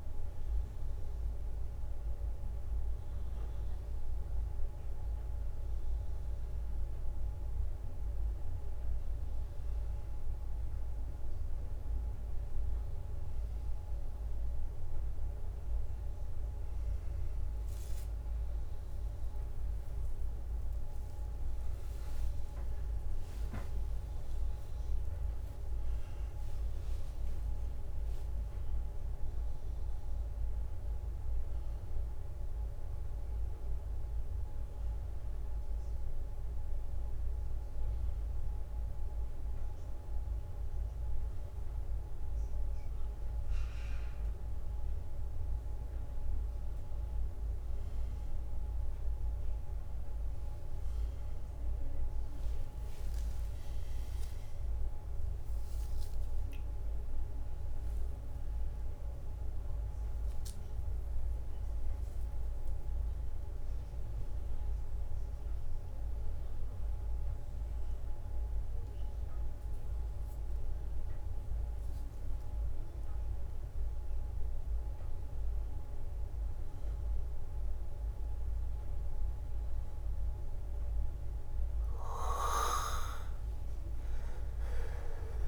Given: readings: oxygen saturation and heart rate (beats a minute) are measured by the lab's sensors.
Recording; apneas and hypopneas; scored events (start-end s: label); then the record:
a person partly awake in a sleep study, hard to hear, by a room microphone; none
0.00-5.50 s: drop in pulse transit time (device-marked, heart rate 69 extreme)
14.50-85.48 s: new sleep stage, N1 (lightest sleep)
21.50-24.00 s: leg movement (device-marked)
21.50-45.50 s: oxygen desaturation (device-marked, oxygen 96% before, 92% lowest, heart rate 67 before, 62 extreme)
25.50-38.50 s: drop in pulse transit time (device-marked, heart rate 67 before, 65 extreme)
50.00-55.00 s: arousal
52.50-54.50 s: long interval between heartbeats (device-marked, heart rate 64 before, 76 extreme)
52.50-56.00 s: leg movement (device-marked)
54.50-66.50 s: drop in pulse transit time (device-marked, heart rate 65 before, 66 extreme)
83.00-85.48 s: arousal
From the record:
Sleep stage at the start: awake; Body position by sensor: on the left side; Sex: male